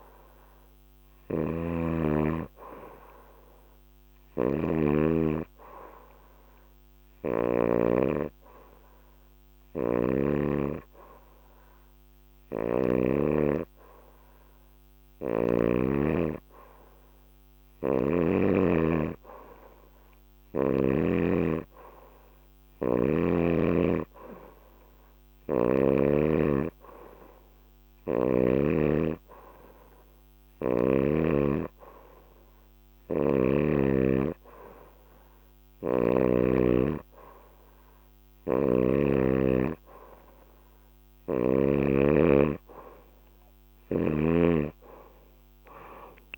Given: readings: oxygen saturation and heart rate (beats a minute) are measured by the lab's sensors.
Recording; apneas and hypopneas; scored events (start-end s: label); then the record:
breathing in sleep by a microphone on the trachea; none
0.00-7.50 s: snoring (device-marked)
12.00-15.50 s: snoring (device-marked)
20.50-31.50 s: oxygen desaturation (device-marked, oxygen 94% before, 91% lowest, heart rate 69 before, 71 extreme)
32.50-36.00 s: snoring (device-marked)
38.00-41.50 s: snoring (device-marked)
From the record:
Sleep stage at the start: N2 (light sleep); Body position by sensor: on the back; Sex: female